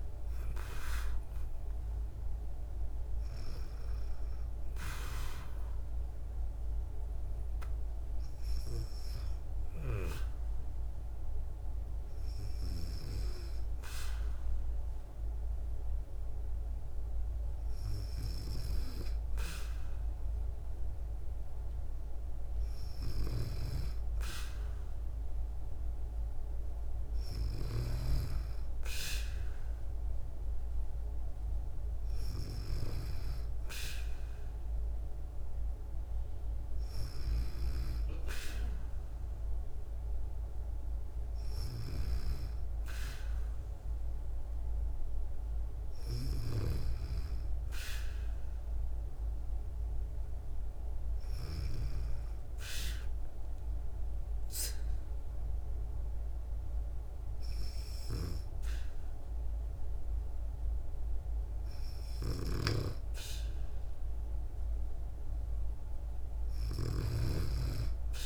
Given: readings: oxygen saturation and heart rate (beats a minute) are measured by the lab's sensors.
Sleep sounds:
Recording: breathing in sleep by a room microphone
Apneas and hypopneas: 1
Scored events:
52.50-62.50 s: obstructive apnea (oxygen 96% before, 94% lowest, heart rate 62 before, 60 extreme, up 1 after)
62.00-67.00 s: snoring (device-marked)
64.50-67.50 s: arousal
From the record:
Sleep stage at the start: N2 (light sleep)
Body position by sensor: on the back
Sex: female

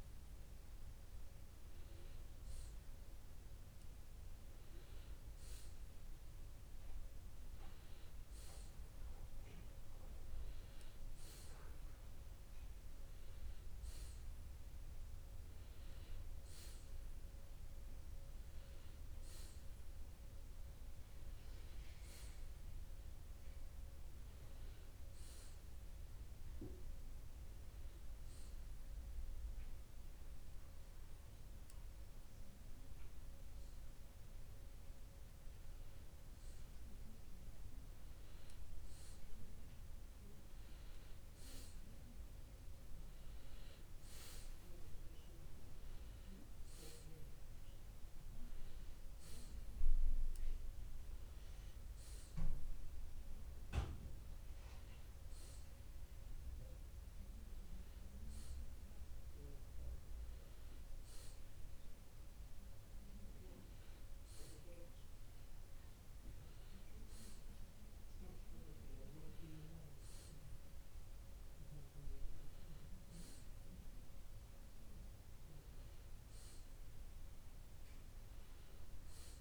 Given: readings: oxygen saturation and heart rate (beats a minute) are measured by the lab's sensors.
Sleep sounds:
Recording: a person awake in a sleep study, hard to hear, by a room microphone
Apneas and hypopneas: none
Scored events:
none scored
From the record:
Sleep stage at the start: awake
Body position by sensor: on the back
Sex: male

